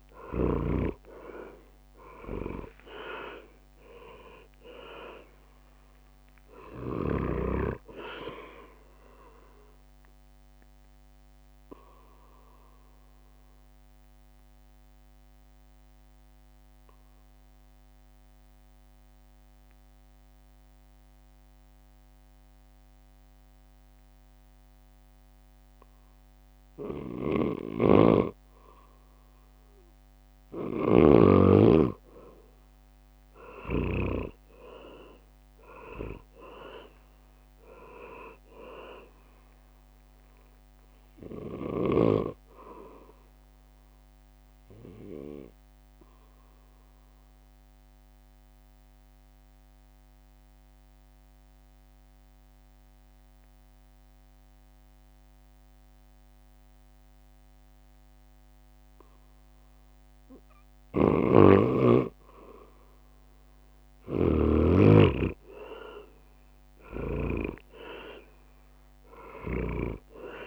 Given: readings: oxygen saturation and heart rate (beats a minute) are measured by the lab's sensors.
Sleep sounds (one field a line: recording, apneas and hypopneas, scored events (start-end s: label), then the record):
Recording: breathing in sleep by a microphone on the trachea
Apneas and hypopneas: 2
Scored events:
0.00-2.00 s: arousal
0.00-14.50 s: drop in pulse transit time (device-marked, heart rate 63 extreme)
0.00-27.50 s: oxygen desaturation (device-marked, oxygen 90% lowest, heart rate 57 extreme)
11.50-29.50 s: obstructive apnea (oxygen 99% before, 90% lowest, heart rate 69 before, 57 extreme, up 14 after)
27.50-31.00 s: snoring (device-marked)
29.50-31.00 s: leg movement (device-marked)
30.50-35.00 s: arousal
32.50-47.50 s: drop in pulse transit time (device-marked, heart rate 61 before, 65 extreme)
44.00-60.00 s: obstructive apnea (oxygen 99% before, 92% lowest, heart rate 67 before, 58 extreme, up 15 after)
61.00-64.50 s: snoring (device-marked)
61.50-64.50 s: leg movement (device-marked)
62.50-67.00 s: arousal
64.50-70.47 s: drop in pulse transit time (device-marked, heart rate 62 before, 63 extreme)
From the record:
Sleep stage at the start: N2 (light sleep)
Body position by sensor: on the back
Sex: male